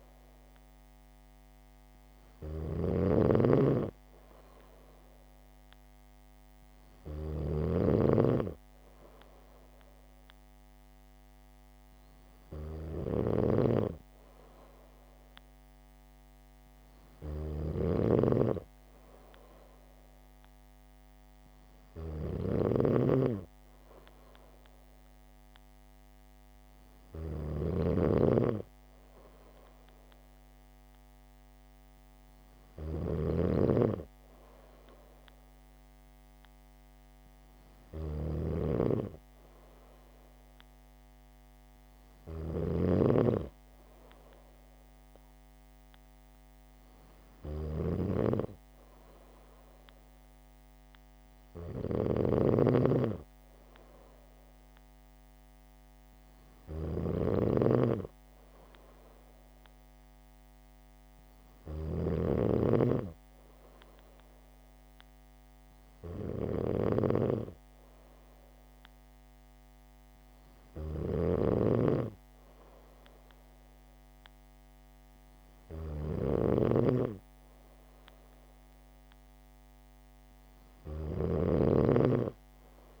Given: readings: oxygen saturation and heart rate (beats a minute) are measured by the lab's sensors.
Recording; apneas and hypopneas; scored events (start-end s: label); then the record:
breathing in sleep by a microphone on the trachea; none
0.00-83.00 s: snoring (device-marked)
From the record:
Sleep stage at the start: N2 (light sleep); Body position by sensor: on the back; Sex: female